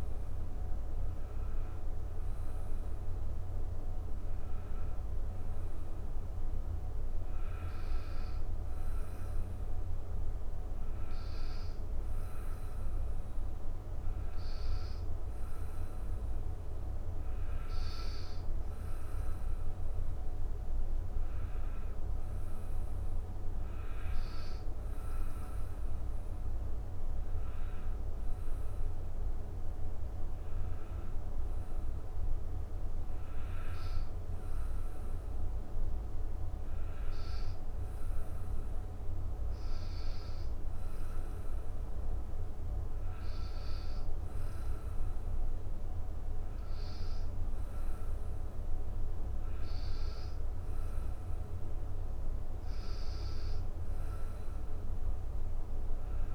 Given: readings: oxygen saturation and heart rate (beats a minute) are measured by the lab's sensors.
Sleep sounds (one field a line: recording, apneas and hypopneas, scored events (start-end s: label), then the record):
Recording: breathing in sleep, hard to hear, by a room microphone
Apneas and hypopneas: none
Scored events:
none scored
From the record:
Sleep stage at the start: N1 (lightest sleep)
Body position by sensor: on the back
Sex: male